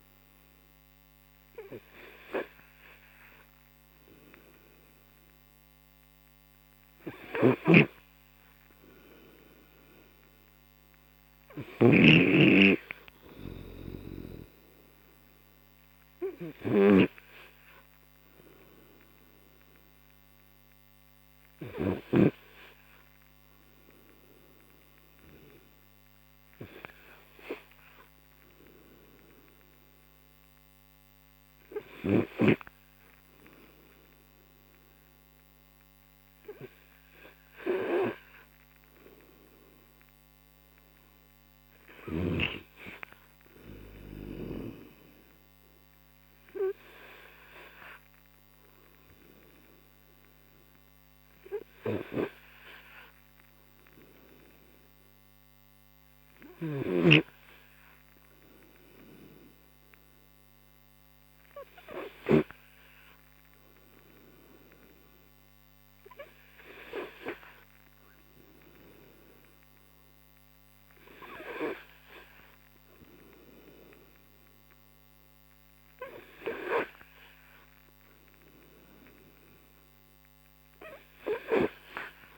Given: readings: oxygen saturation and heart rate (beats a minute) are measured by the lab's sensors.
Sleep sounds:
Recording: breathing in sleep by a microphone on the trachea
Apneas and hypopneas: none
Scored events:
7.50-22.50 s: snoring (device-marked)
From the record:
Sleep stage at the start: N3 (deep sleep)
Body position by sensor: on the right side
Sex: male

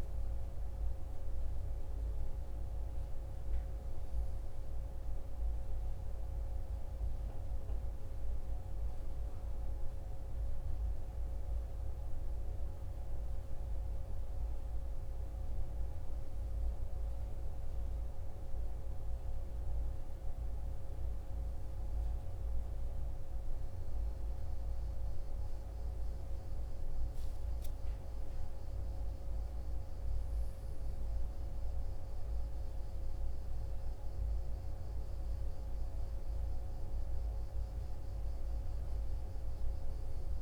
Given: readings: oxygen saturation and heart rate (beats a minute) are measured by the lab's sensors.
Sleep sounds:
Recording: a person awake in a sleep study, hard to hear, by a room microphone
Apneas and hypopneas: none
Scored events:
none scored
From the record:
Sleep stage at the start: awake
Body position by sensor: on the right side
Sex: male

